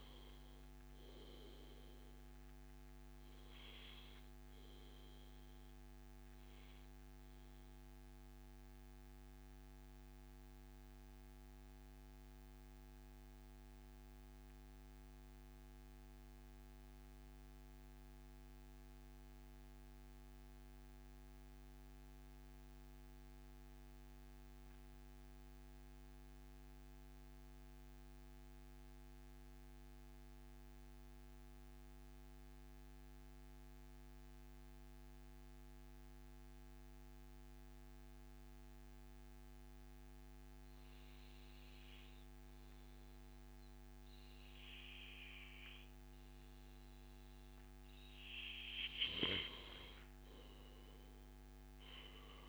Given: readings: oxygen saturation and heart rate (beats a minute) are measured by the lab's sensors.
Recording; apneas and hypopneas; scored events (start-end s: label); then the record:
breathing in sleep by a microphone on the trachea; 1
0.00-1.50 s: long interval between heartbeats (device-marked, heart rate 107 extreme)
0.00-20.00 s: oxygen desaturation (device-marked, oxygen 90% lowest, heart rate 79 extreme)
5.00-45.50 s: mixed apnea (oxygen 96% before, 91% lowest, heart rate 112 before, 79 extreme, up 22 after)
7.00-9.00 s: long interval between heartbeats (device-marked, heart rate 111 before, 92 extreme)
43.00-52.49 s: oxygen desaturation (device-marked, oxygen 98% before, 91% lowest, heart rate 110 before, 90 extreme)
48.50-52.49 s: arousal
From the record:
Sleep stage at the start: N2 (light sleep); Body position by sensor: on the back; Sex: male